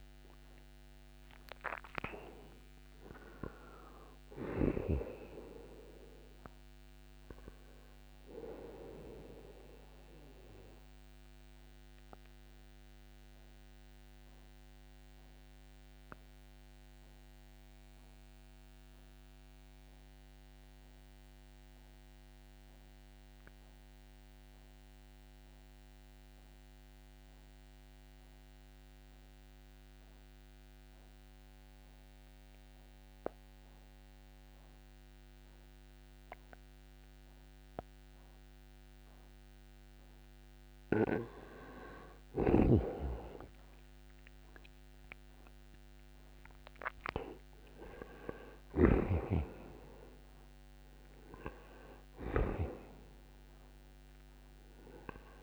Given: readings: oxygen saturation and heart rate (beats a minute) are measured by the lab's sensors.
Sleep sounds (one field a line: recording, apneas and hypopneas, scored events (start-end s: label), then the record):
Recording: breathing in sleep by a microphone on the trachea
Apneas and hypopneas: 1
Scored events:
0.00-1.00 s: arousal
4.00-55.43 s: new sleep stage, N2 (light sleep)
5.00-31.00 s: oxygen desaturation (device-marked, oxygen 99% before, 90% lowest, heart rate 63 before, 64 extreme)
11.00-40.00 s: mixed apnea (oxygen 99% before, 84% lowest, heart rate 69 before, 64 extreme, up 24 after)
41.00-55.43 s: oxygen desaturation (device-marked, oxygen 96% before, 84% lowest, heart rate 66 before, 60 extreme)
42.00-46.50 s: arousal
42.50-49.00 s: snoring (device-marked)
From the record:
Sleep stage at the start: N1 (lightest sleep)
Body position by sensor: on the right side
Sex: male